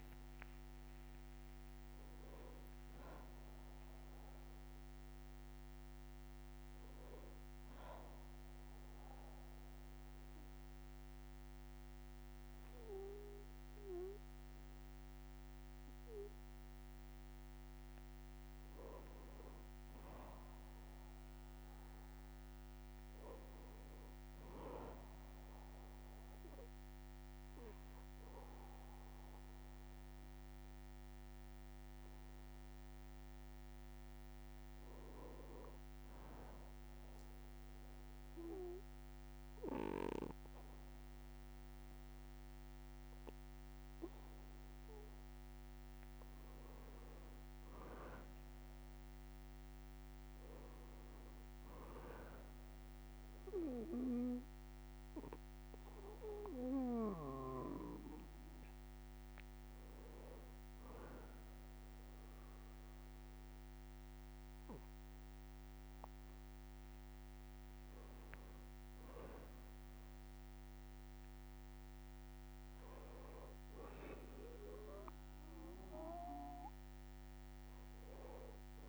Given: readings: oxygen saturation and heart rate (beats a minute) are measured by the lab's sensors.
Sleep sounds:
breathing in sleep by a microphone on the trachea; 2
0.00-1.50 s: arousal
7.00-17.50 s: obstructive apnea (oxygen 97% before, 95% lowest, heart rate 65 before, 61 extreme, up 2 after)
20.50-24.00 s: arousal
36.50-46.50 s: obstructive apnea (oxygen 98% before, 93% lowest, heart rate 62 before, 61 extreme, up 2 after)
49.00-52.50 s: arousal
From the record:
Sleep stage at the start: N2 (light sleep); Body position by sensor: on the back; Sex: male

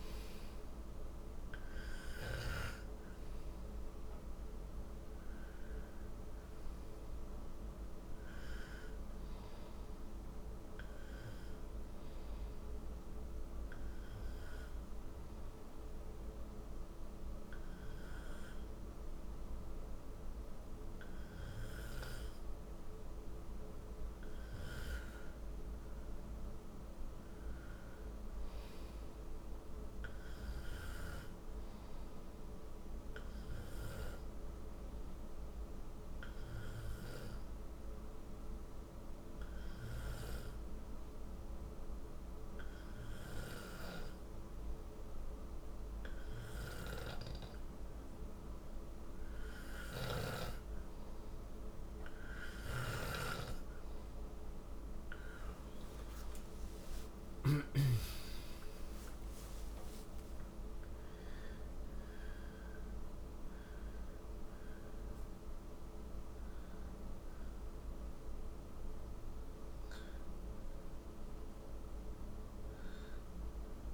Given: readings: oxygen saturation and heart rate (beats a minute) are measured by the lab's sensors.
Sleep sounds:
breathing in sleep, hard to hear, by a room microphone; 2
0.00-14.50 s: oxygen desaturation (device-marked, oxygen 90% lowest, heart rate 62 extreme)
13.00-25.00 s: hypopnea (oxygen 96% before, 90% lowest, heart rate 64 before, 62 extreme, up 7 after)
26.50-30.50 s: arousal
35.00-48.50 s: hypopnea (oxygen 94% before, 90% lowest, heart rate 66 before, 55 extreme, up 10 after)
54.50-71.50 s: oxygen desaturation (device-marked, oxygen 94% before, 90% lowest, heart rate 65 before, 55 extreme)
55.50-60.50 s: arousal
From the record:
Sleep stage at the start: N2 (light sleep); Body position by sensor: on the right side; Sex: male

